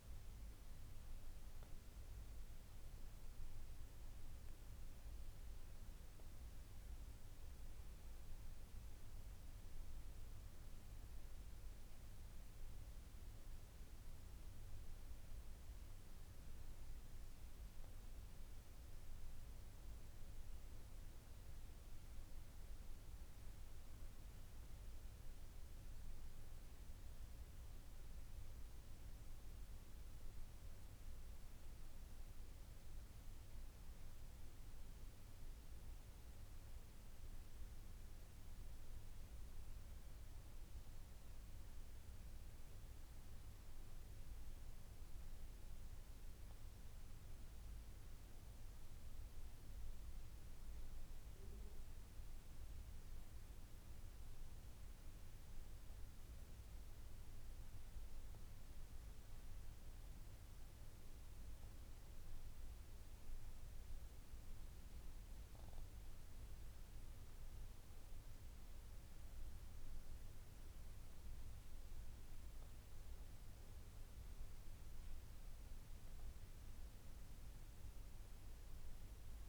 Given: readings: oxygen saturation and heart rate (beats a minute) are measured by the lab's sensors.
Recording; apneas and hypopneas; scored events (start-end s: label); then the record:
breathing in sleep, hard to hear, by a room microphone; none
77.00-79.49 s: new sleep stage, N2 (light sleep)
From the record:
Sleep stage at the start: N1 (lightest sleep); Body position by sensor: on the back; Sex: female